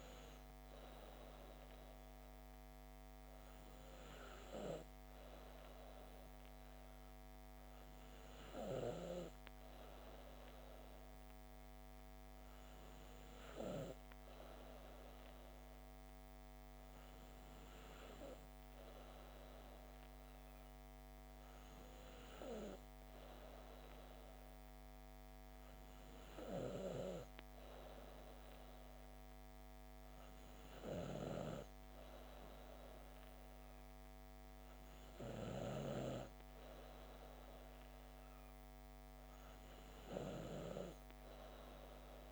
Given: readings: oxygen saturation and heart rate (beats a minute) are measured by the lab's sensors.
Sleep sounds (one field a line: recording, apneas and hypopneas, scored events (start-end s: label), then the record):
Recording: breathing in sleep by a microphone on the trachea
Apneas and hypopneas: none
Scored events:
none scored
From the record:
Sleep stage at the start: N2 (light sleep)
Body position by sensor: on the back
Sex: female